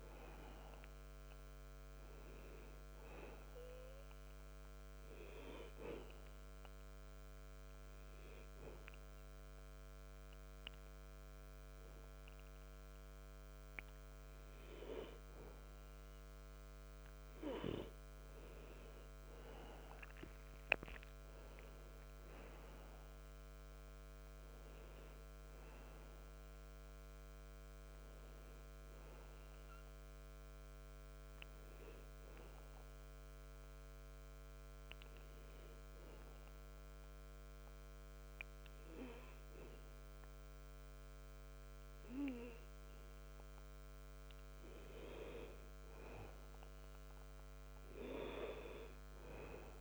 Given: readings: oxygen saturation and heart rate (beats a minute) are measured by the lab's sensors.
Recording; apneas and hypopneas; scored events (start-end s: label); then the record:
breathing in sleep by a microphone on the trachea; 2
0.00-2.00 s: arousal
5.50-18.00 s: obstructive apnea (oxygen 94% before, 92% lowest, heart rate 92 before, 78 extreme, up 7 after)
19.50-23.00 s: arousal
34.50-44.50 s: obstructive apnea (oxygen 94% before, 92% lowest, heart rate 91 before, 62 extreme, up 2 after)
46.50-49.81 s: arousal
From the record:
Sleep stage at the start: N2 (light sleep); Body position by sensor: on the back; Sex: male